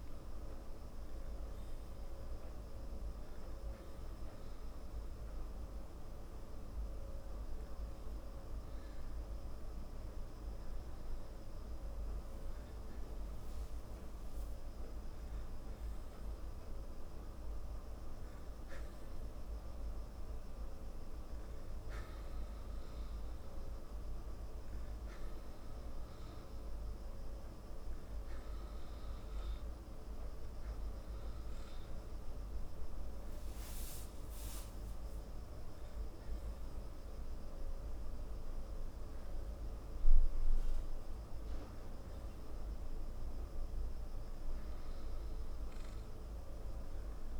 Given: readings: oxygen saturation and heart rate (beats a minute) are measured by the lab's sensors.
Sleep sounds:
breathing in sleep, hard to hear, by a room microphone; none
none scored
From the record:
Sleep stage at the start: N2 (light sleep); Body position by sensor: on the back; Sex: male

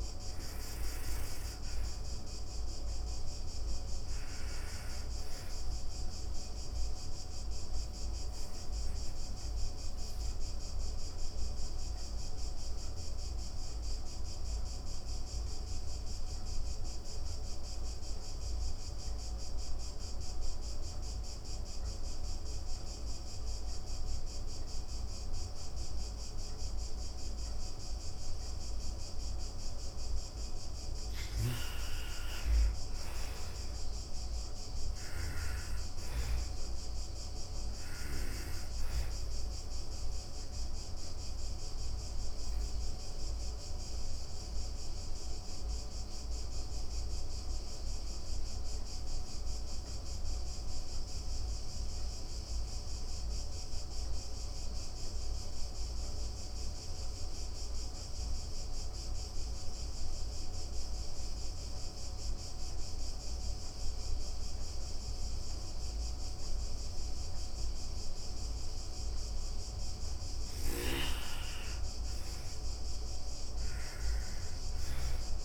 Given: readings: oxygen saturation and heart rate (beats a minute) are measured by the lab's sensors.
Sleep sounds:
breathing in sleep, hard to hear, by a room microphone; 2
0.00-14.00 s: oxygen desaturation (device-marked, oxygen 93% lowest, heart rate 46 extreme)
8.50-29.50 s: obstructive apnea (oxygen 97% before, 85% lowest, heart rate 111 before, 89 extreme, up 36 after)
26.00-59.00 s: oxygen desaturation (device-marked, oxygen 97% before, 85% lowest, heart rate 101 before, 95 extreme)
31.00-35.50 s: arousal
40.50-68.50 s: obstructive apnea (oxygen 97% before, 81% lowest, heart rate 115 before, 104 extreme, up 26 after)
67.00-75.45 s: oxygen desaturation (device-marked, oxygen 98% before, 85% lowest, heart rate 122 before, 79 extreme)
69.50-73.00 s: arousal
From the record:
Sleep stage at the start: N2 (light sleep); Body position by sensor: on the back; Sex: female

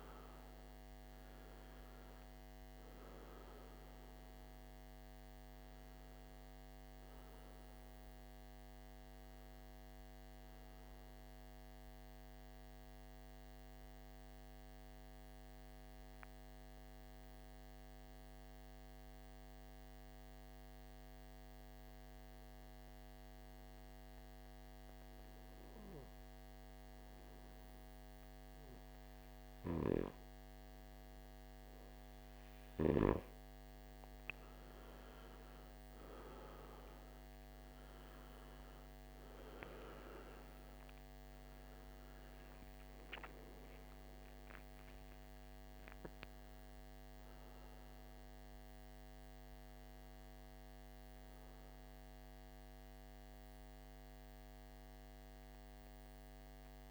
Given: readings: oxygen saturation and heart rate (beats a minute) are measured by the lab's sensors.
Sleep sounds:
breathing in sleep, hard to hear, by a microphone on the trachea; 1
0.00-19.50 s: oxygen desaturation (device-marked, oxygen 91% lowest, heart rate 58 extreme)
11.00-29.50 s: hypopnea (oxygen 95% before, 88% lowest, heart rate 65 before, 58 extreme, up 5 after)
32.50-37.50 s: arousal
34.50-54.50 s: oxygen desaturation (device-marked, oxygen 97% before, 90% lowest, heart rate 59 before, 54 extreme)
From the record:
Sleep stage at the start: N2 (light sleep); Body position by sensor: on the right side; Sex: male

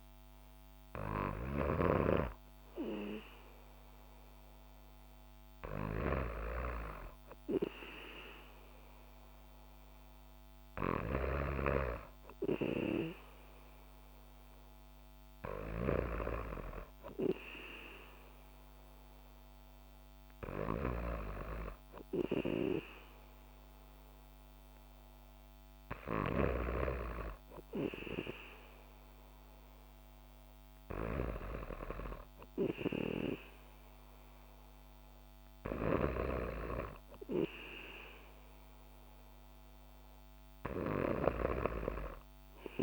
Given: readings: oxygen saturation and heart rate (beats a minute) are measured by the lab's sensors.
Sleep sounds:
breathing in sleep by a microphone on the trachea; none
none scored
From the record:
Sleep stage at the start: N2 (light sleep); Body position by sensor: on the back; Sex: female

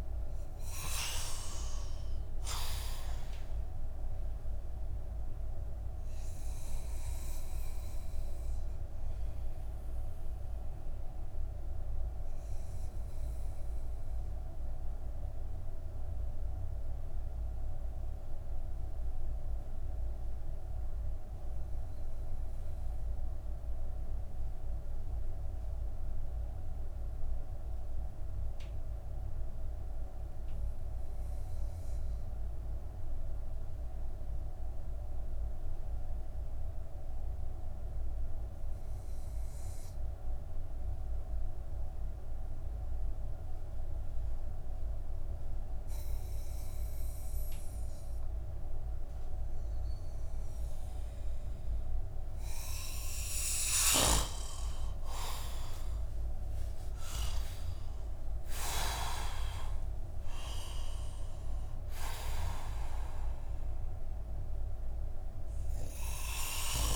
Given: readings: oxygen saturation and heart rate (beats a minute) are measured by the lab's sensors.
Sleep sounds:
breathing in sleep by a room microphone; 1
0.00-1.00 s: arousal
5.50-51.50 s: obstructive apnea (oxygen 98% before, 88% lowest)
18.50-29.50 s: oxygen desaturation (device-marked, oxygen 93% before, 89% lowest)
49.50-66.96 s: oxygen desaturation (device-marked, oxygen 97% before, 90% lowest)
53.00-57.50 s: arousal
From the record:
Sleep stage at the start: N2 (light sleep); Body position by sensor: on the back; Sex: male

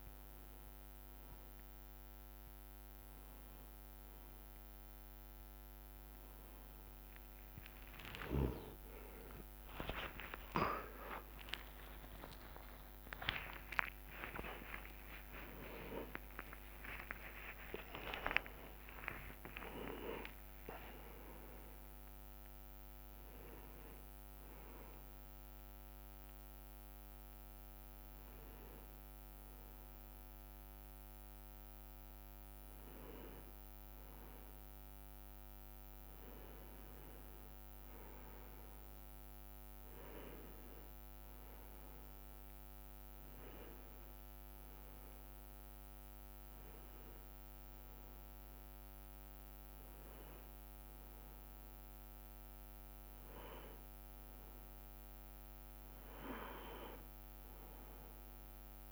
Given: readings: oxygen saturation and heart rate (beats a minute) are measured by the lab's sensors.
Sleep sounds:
breathing in sleep by a microphone on the trachea; none
7.00-14.50 s: arousal
9.50-12.50 s: tachycardia (device-marked, heart rate 65 before, 100 extreme)
10.50-12.50 s: long interval between heartbeats (device-marked, heart rate 63 before, 100 extreme)
10.50-19.50 s: drop in pulse transit time (device-marked, heart rate 63 before, 98 extreme)
14.50-21.50 s: tachycardia (device-marked, heart rate 66 before, 150 extreme)
14.50-33.50 s: oxygen desaturation (device-marked, oxygen 97% before, 94% lowest, heart rate 72 before, 62 extreme)
16.50-18.50 s: long interval between heartbeats (device-marked, heart rate 76 before, 98 extreme)
19.00-21.00 s: long interval between heartbeats (device-marked, heart rate 81 before, 140 extreme)
32.50-52.50 s: drop in pulse transit time (device-marked, heart rate 106 before, 63 extreme)
44.50-52.50 s: oxygen desaturation (device-marked, oxygen 98% before, 94% lowest, heart rate 70 before, 60 extreme)
48.50-58.92 s: new sleep stage, N2 (light sleep)
From the record:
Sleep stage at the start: N1 (lightest sleep); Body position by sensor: on the right side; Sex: male

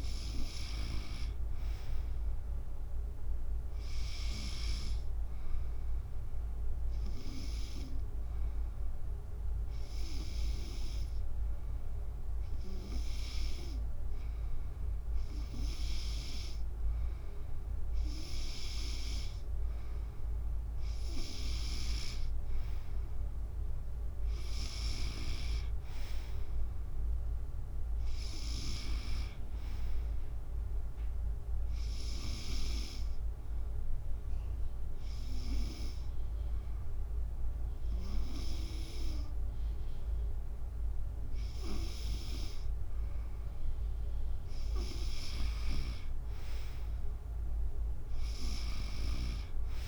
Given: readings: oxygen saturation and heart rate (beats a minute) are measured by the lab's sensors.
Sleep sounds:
breathing in sleep by a room microphone; 2
6.50-17.50 s: hypopnea (oxygen 95% before, 92% lowest, heart rate 73 before, 69 extreme, up 3 after)
20.00-23.50 s: arousal
32.50-44.50 s: hypopnea (oxygen 96% before, 92% lowest, heart rate 71 before, 68 extreme, up 4 after)
45.00-49.88 s: drop in pulse transit time (device-marked, heart rate 71 before, 69 extreme)
47.00-49.88 s: arousal
From the record:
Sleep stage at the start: N2 (light sleep); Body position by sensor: on the back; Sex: female

